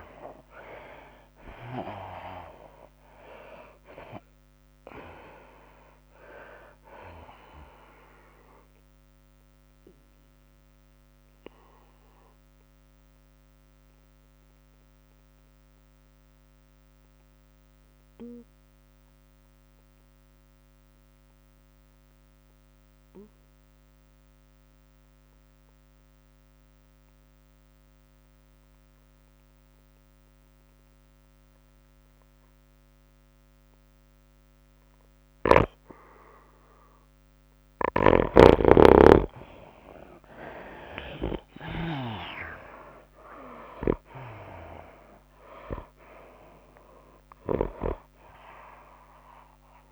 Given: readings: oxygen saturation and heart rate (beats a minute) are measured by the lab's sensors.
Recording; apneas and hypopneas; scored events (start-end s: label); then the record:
breathing in sleep by a microphone on the trachea; 1
0.00-19.50 s: oxygen desaturation (device-marked, oxygen 81% lowest, heart rate 91 extreme)
0.50-14.50 s: drop in pulse transit time (device-marked, heart rate 96 before, 98 extreme)
0.50-14.50 s: tachycardia (device-marked, heart rate 98 before, 104 extreme)
9.50-38.00 s: obstructive apnea (oxygen 99% before, 78% lowest, heart rate 98 before, 91 extreme, up 11 after)
17.50-19.50 s: long interval between heartbeats (device-marked, heart rate 101 before, 100 extreme)
23.00-25.00 s: long interval between heartbeats (device-marked, heart rate 102 before, 94 extreme)
28.50-49.92 s: oxygen desaturation (device-marked, oxygen 99% before, 78% lowest, heart rate 100 before, 91 extreme)
38.50-43.00 s: snoring (device-marked)
39.50-43.50 s: arousal
42.50-49.92 s: tachycardia (device-marked, heart rate 98 before, 105 extreme)
44.50-49.92 s: drop in pulse transit time (device-marked, heart rate 94 before, 100 extreme)
From the record:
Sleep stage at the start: N2 (light sleep); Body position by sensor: on the right side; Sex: female